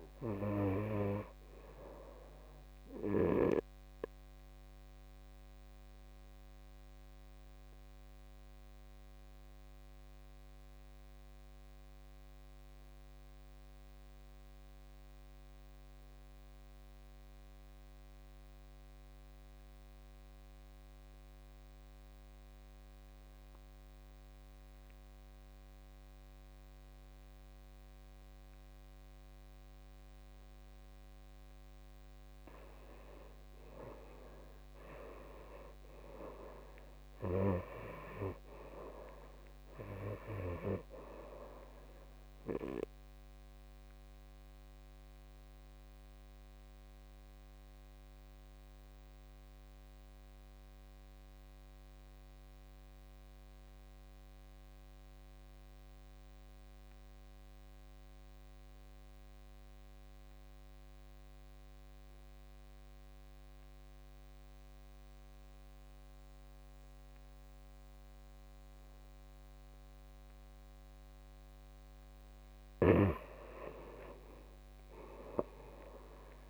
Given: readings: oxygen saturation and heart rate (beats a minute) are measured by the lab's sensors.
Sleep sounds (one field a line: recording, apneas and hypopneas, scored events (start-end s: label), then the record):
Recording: breathing in sleep by a microphone on the trachea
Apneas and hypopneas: 2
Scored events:
0.00-15.00 s: oxygen desaturation (device-marked, oxygen 77% lowest, heart rate 54 extreme)
4.50-31.50 s: obstructive apnea (oxygen 97% before, 77% lowest, heart rate 67 before, 54 extreme, up 12 after)
22.00-56.00 s: oxygen desaturation (device-marked, oxygen 98% before, 79% lowest, heart rate 60 before, 54 extreme)
32.50-37.00 s: arousal
42.50-71.00 s: obstructive apnea (oxygen 98% before, 76% lowest, heart rate 65 before, 54 extreme, up 12 after)
63.00-76.50 s: oxygen desaturation (device-marked, oxygen 98% before, 78% lowest, heart rate 58 before, 56 extreme)
73.00-76.00 s: arousal
From the record:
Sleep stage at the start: N2 (light sleep)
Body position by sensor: on the back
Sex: male